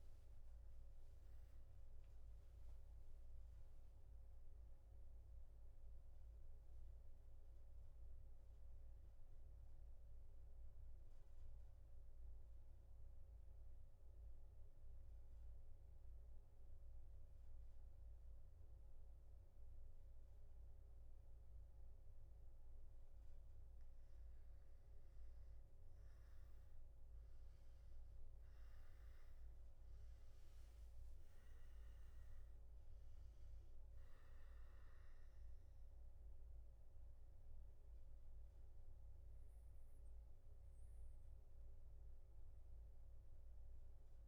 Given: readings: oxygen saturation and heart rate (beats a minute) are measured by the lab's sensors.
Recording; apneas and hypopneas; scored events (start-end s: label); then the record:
breathing in sleep, hard to hear, by a room microphone; none
24.00-44.00 s: oxygen desaturation (device-marked, oxygen 98% before, 94% lowest, heart rate 113 before, 76 extreme)
From the record:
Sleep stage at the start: N3 (deep sleep); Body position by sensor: on the back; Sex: male